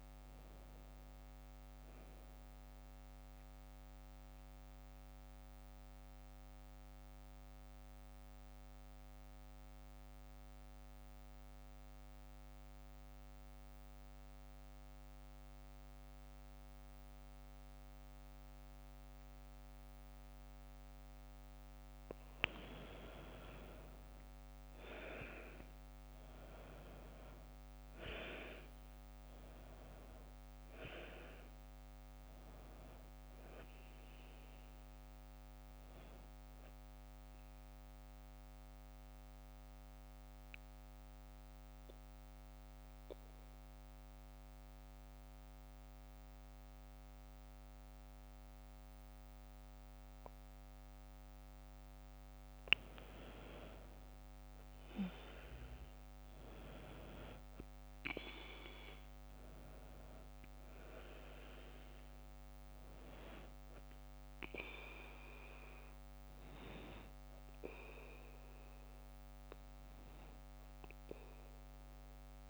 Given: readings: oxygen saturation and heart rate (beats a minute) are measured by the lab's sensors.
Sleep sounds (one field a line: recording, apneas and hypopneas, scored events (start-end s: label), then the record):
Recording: breathing in sleep by a microphone on the trachea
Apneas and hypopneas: 2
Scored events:
0.00-12.00 s: oxygen desaturation (device-marked, oxygen 91% lowest, heart rate 55 extreme)
3.50-22.00 s: mixed apnea (oxygen 100% before, 91% lowest, heart rate 60 before, 55 extreme, up 7 after)
23.50-27.00 s: arousal
26.00-47.00 s: oxygen desaturation (device-marked, oxygen 99% before, 91% lowest, heart rate 59 before, 56 extreme)
37.50-51.50 s: mixed apnea (oxygen 100% before, 89% lowest, heart rate 61 before, 56 extreme, up 7 after)
55.50-59.50 s: arousal
60.00-72.50 s: oxygen desaturation (device-marked, oxygen 98% before, 94% lowest, heart rate 59 before, 56 extreme)
From the record:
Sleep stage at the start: N2 (light sleep)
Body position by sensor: on the back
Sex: female